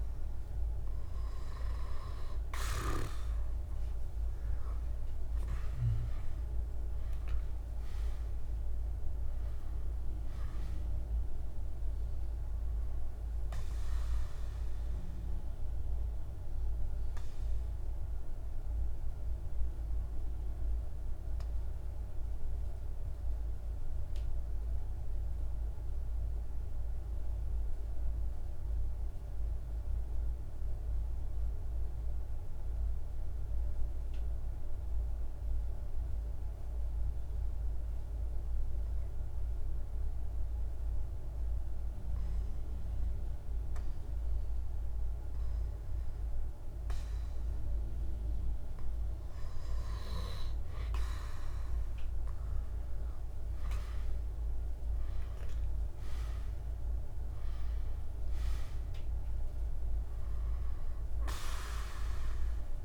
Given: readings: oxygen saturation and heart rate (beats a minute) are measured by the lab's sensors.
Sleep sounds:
breathing in sleep, hard to hear, by a room microphone; 1
0.00-27.00 s: oxygen desaturation (device-marked, oxygen 90% lowest, heart rate 46 extreme)
4.00-8.50 s: arousal
15.50-48.00 s: mixed apnea (oxygen 99% before, 90% lowest, heart rate 52 before, 46 extreme, up 8 after)
40.00-62.85 s: oxygen desaturation (device-marked, oxygen 99% before, 90% lowest, heart rate 47 before, 46 extreme)
50.50-55.50 s: arousal
From the record:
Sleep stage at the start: N2 (light sleep); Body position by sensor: on the back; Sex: male

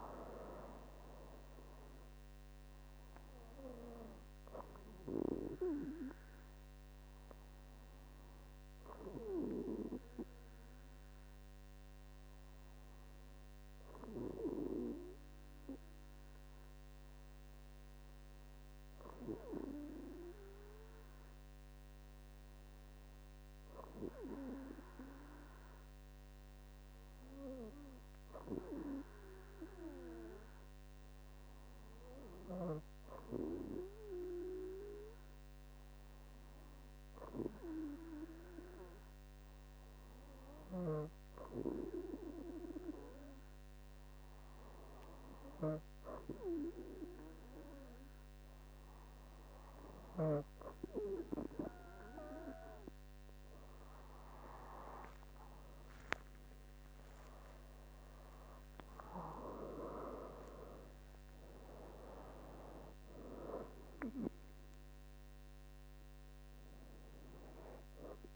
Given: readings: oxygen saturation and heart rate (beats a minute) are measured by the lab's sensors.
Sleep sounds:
breathing in sleep by a microphone on the trachea; 1
4.00-45.50 s: obstructive apnea (oxygen 98% before, 94% lowest, heart rate 68 before, 63 extreme, up 5 after)
49.50-51.50 s: oxygen desaturation (device-marked, oxygen 97% before, 96% lowest, heart rate 67 before, 64 extreme)
56.00-60.50 s: arousal
From the record:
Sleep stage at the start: N2 (light sleep); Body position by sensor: on the back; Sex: female

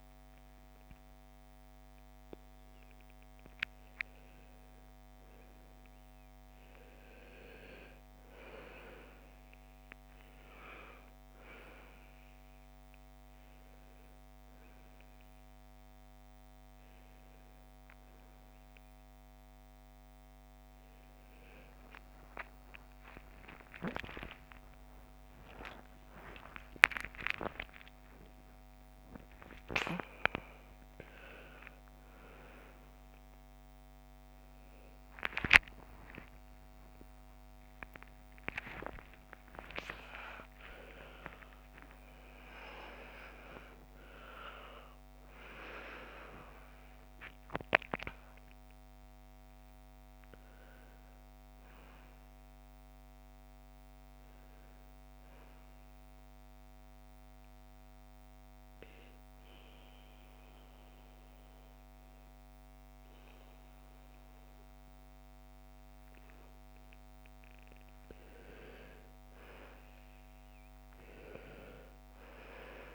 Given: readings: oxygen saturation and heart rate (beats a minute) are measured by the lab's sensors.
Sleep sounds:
a person awake in a sleep study, by a microphone on the trachea; 1
9.50-23.50 s: oxygen desaturation (device-marked, oxygen 98% before, 93% lowest, heart rate 60 before, 59 extreme)
36.50-66.50 s: new sleep stage, N1 (lightest sleep)
56.00-68.50 s: obstructive apnea (oxygen 98% before, 89% lowest, heart rate 110 before, 57 extreme, up 9 after)
63.50-72.95 s: oxygen desaturation (device-marked, oxygen 98% before, 89% lowest, heart rate 75 before, 57 extreme)
66.50-72.95 s: new sleep stage, N2 (light sleep)
70.00-72.95 s: arousal
From the record:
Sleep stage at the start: awake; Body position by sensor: on the back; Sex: female

